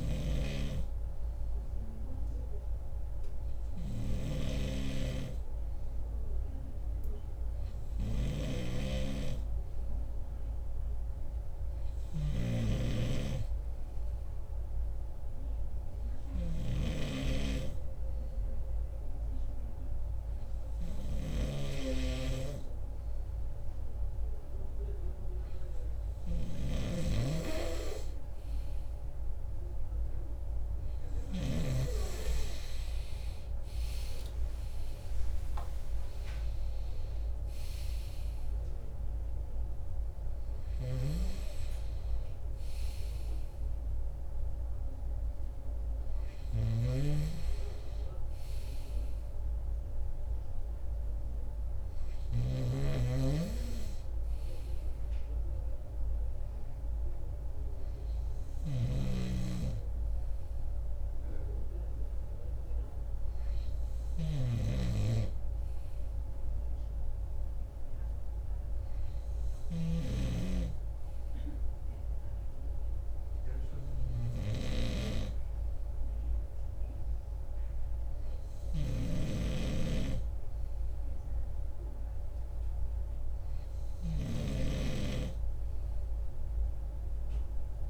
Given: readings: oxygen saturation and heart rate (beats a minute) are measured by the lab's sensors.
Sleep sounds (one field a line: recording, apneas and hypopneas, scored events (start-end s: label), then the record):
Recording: breathing in sleep by a room microphone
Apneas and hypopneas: none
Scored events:
33.50-37.50 s: arousal
52.50-70.00 s: snoring (device-marked)
From the record:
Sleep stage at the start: N2 (light sleep)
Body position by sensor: on the right side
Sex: male